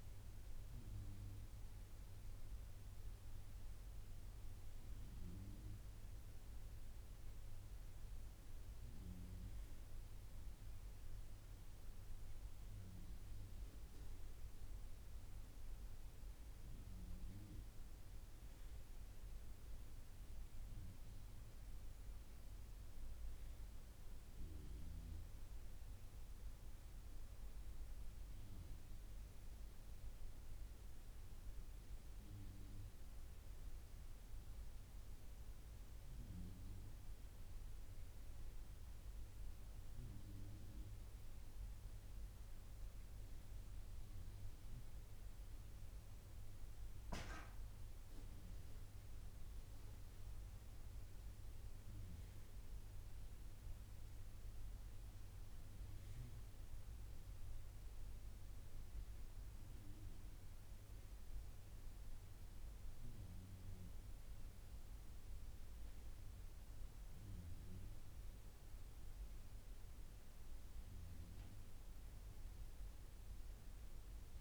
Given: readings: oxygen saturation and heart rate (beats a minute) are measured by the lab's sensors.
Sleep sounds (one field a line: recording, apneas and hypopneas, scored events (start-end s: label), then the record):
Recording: breathing in sleep, hard to hear, by a room microphone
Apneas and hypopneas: none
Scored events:
none scored
From the record:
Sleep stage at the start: N2 (light sleep)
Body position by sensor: on the right side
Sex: male